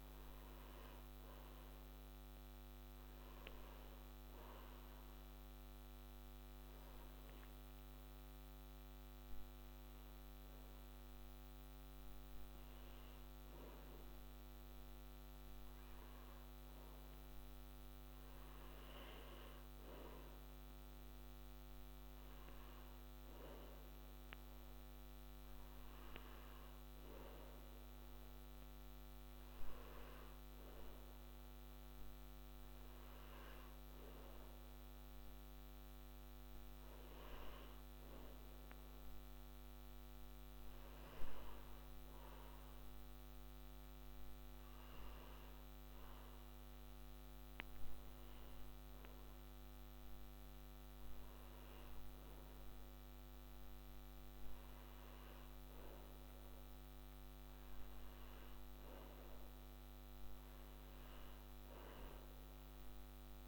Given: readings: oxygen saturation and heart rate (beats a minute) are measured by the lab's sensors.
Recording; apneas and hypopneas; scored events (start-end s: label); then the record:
breathing in sleep, hard to hear, by a microphone on the trachea; none
59.00-63.48 s: new sleep stage, N2 (light sleep)
From the record:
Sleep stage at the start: N1 (lightest sleep); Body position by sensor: on the back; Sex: male